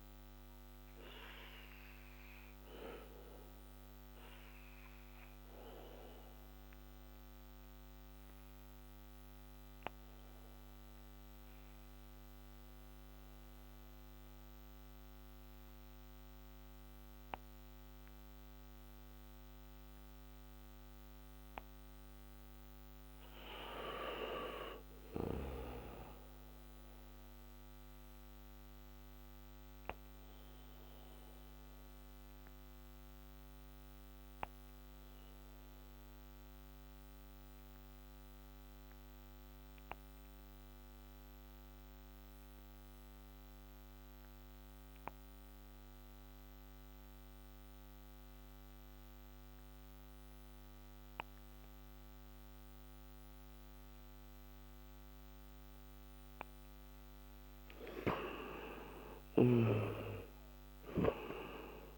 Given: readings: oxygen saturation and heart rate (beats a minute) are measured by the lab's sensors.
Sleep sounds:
breathing in sleep by a microphone on the trachea; 1
1.50-56.50 s: obstructive apnea (oxygen 98% before, 85% lowest, heart rate 62 before, 57 extreme, up 5 after)
12.00-28.00 s: oxygen desaturation (device-marked, oxygen 93% before, 86% lowest, heart rate 64 before, 58 extreme)
58.00-61.98 s: arousal
59.00-61.98 s: snoring (device-marked)
From the record:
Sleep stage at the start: N2 (light sleep); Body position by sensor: on the back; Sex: male

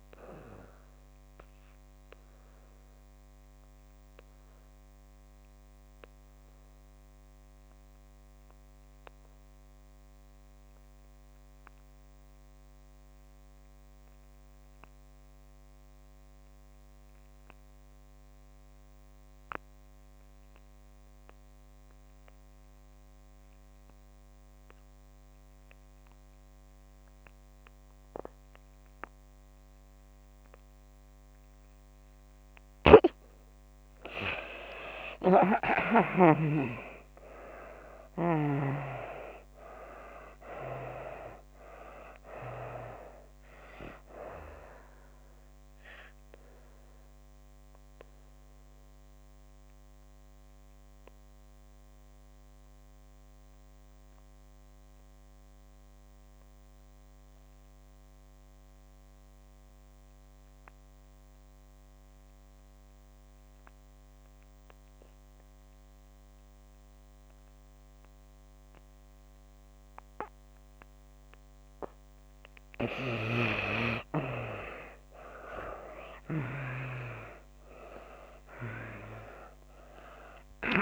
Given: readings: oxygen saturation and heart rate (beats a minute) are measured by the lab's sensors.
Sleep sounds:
breathing in sleep by a microphone on the trachea; 2
0.00-16.50 s: oxygen desaturation (device-marked, oxygen 71% lowest)
1.00-31.50 s: obstructive apnea (oxygen 97% before, 67% lowest)
22.50-62.50 s: oxygen desaturation (device-marked, oxygen 97% before, 67% lowest)
32.50-36.50 s: snoring (device-marked)
36.00-40.00 s: arousal
46.50-71.50 s: obstructive apnea (oxygen 97% before, 67% lowest)
64.50-80.82 s: oxygen desaturation (device-marked, oxygen 98% before, 70% lowest)
75.00-78.50 s: arousal
From the record:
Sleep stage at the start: N2 (light sleep); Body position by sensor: on the back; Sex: female

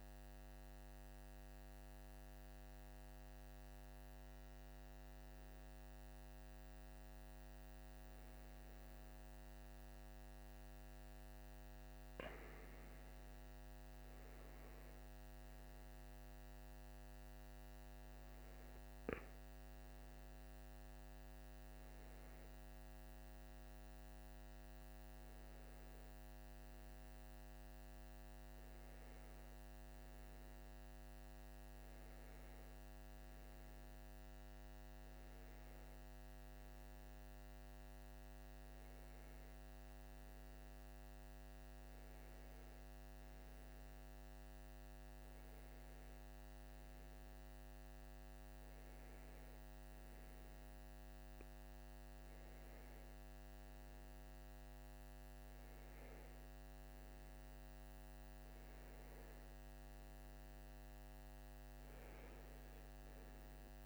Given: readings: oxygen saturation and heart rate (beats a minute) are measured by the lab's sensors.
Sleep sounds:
breathing in sleep, hard to hear, by a microphone on the trachea; none
58.50-63.50 s: arousal
From the record:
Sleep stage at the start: N2 (light sleep); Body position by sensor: on the right side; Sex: male

